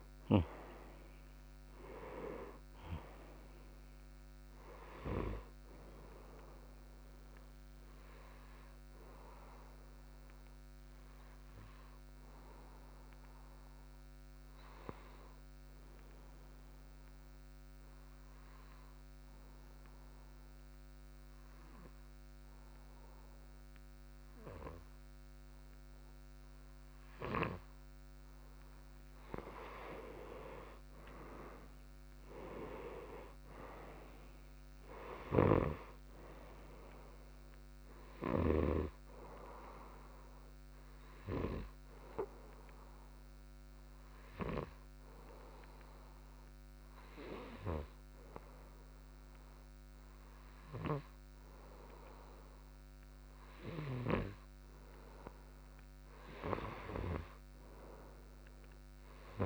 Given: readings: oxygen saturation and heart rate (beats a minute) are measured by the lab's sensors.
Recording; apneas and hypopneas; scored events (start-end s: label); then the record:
breathing in sleep by a microphone on the trachea; 2
0.00-22.00 s: oxygen desaturation (device-marked, oxygen 96% before, 90% lowest)
8.00-27.50 s: obstructive apnea (oxygen 97% before, 90% lowest)
29.50-34.00 s: arousal
38.00-59.00 s: oxygen desaturation (device-marked, oxygen 97% before, 91% lowest)
41.50-54.50 s: obstructive apnea (oxygen 97% before, 91% lowest)
57.00-59.46 s: arousal
From the record:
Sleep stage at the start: N2 (light sleep); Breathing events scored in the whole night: 122 in 4.2 hours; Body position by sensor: on the right side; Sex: male